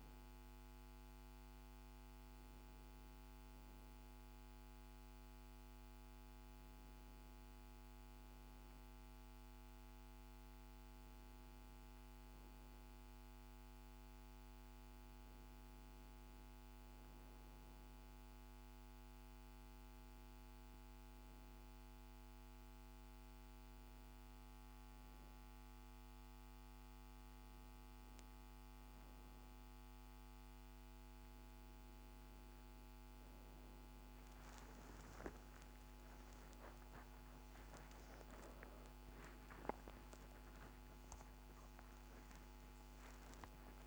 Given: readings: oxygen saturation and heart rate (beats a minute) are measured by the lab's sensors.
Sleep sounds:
a person awake in a sleep study, hard to hear, by a microphone on the trachea; none
none scored
From the record:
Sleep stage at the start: awake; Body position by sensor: on the back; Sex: female

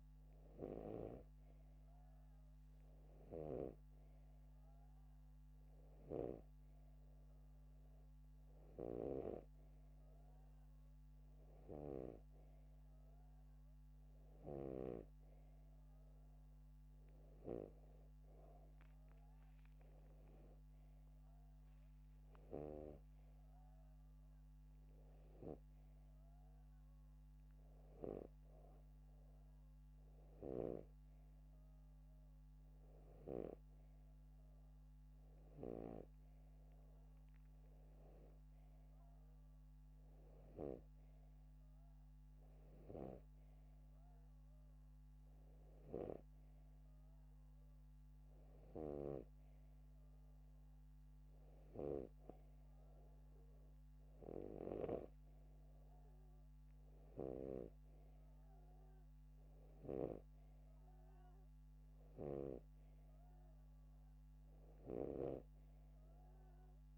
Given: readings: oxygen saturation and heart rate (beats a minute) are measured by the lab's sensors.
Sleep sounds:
breathing in sleep by a microphone on the trachea; none
9.50-15.50 s: snoring (device-marked)
From the record:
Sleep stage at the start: N2 (light sleep); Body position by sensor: upright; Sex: male

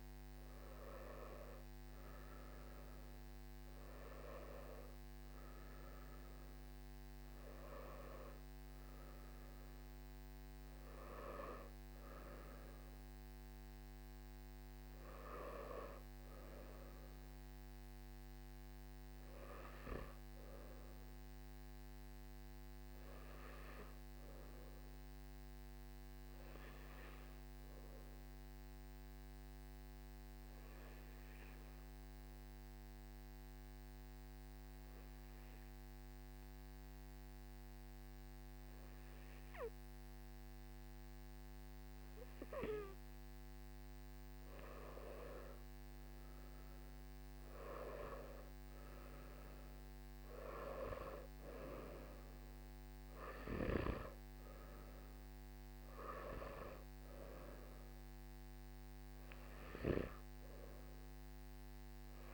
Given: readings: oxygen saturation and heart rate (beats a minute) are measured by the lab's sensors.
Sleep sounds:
breathing in sleep by a microphone on the trachea; 1
0.00-15.50 s: oxygen desaturation (device-marked, oxygen 87% lowest, heart rate 54 extreme)
27.50-43.50 s: obstructive apnea (oxygen 93% before, 89% lowest, heart rate 56 before, 54 extreme, up 11 after)
51.50-62.33 s: oxygen desaturation (device-marked, oxygen 97% before, 92% lowest, heart rate 59 before, 53 extreme)
From the record:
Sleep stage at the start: N1 (lightest sleep); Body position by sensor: on the back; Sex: male

